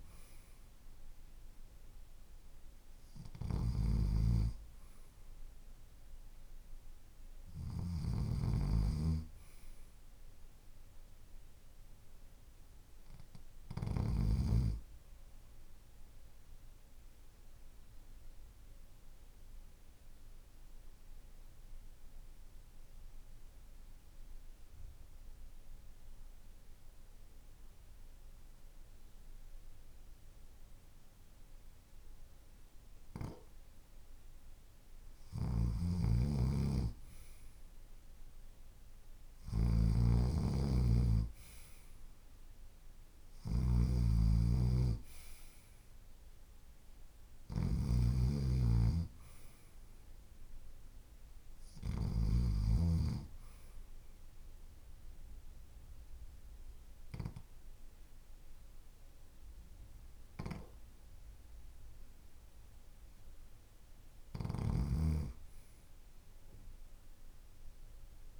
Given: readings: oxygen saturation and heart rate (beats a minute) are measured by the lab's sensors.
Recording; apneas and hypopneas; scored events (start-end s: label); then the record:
breathing in sleep by a room microphone; 2
0.00-13.50 s: snoring (device-marked)
0.00-14.00 s: oxygen desaturation (device-marked, oxygen 96% before, 92% lowest, heart rate 54 before, 49 extreme)
7.50-11.00 s: arousal
15.00-32.00 s: obstructive apnea (oxygen 96% before, 91% lowest, heart rate 53 before, 49 extreme, up 5 after)
34.00-38.00 s: arousal
35.00-52.50 s: snoring (device-marked)
54.00-64.00 s: obstructive apnea (oxygen 97% before, 91% lowest, heart rate 54 before, 51 extreme, up 2 after)
59.00-68.40 s: oxygen desaturation (device-marked, oxygen 96% before, 91% lowest, heart rate 54 before, 51 extreme)
64.00-68.40 s: snoring (device-marked)
65.50-68.40 s: arousal
From the record:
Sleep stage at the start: REM sleep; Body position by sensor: on the left side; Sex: male